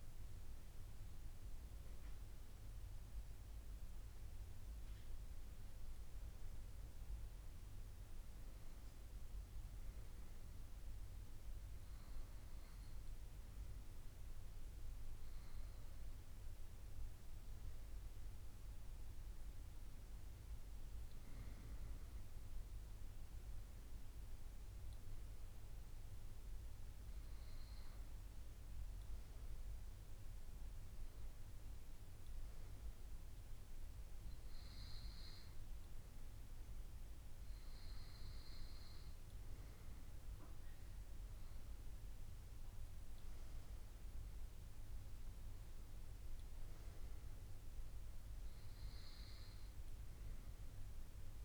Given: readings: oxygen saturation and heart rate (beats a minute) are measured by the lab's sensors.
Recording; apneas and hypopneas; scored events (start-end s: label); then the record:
breathing in sleep, hard to hear, by a room microphone; none
43.50-51.44 s: new sleep stage, N2 (light sleep)
From the record:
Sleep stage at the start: N1 (lightest sleep); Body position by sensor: on the right side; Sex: female